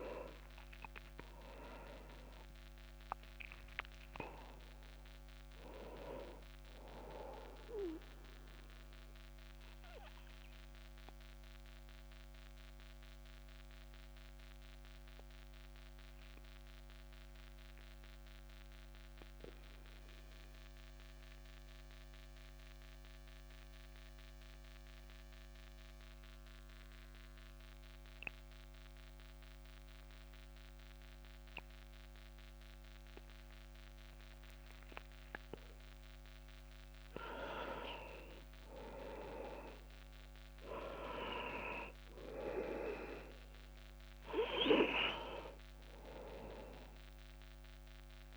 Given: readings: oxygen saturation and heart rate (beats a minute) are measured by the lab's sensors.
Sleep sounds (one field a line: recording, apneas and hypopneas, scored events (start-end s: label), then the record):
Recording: breathing in sleep by a microphone on the trachea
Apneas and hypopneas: 1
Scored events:
0.00-24.50 s: oxygen desaturation (device-marked, oxygen 88% lowest)
8.50-36.00 s: obstructive apnea (oxygen 100% before, 88% lowest)
38.50-41.50 s: arousal
41.50-48.37 s: oxygen desaturation (device-marked, oxygen 99% before, 92% lowest)
From the record:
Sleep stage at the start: N2 (light sleep)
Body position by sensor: on the back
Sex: male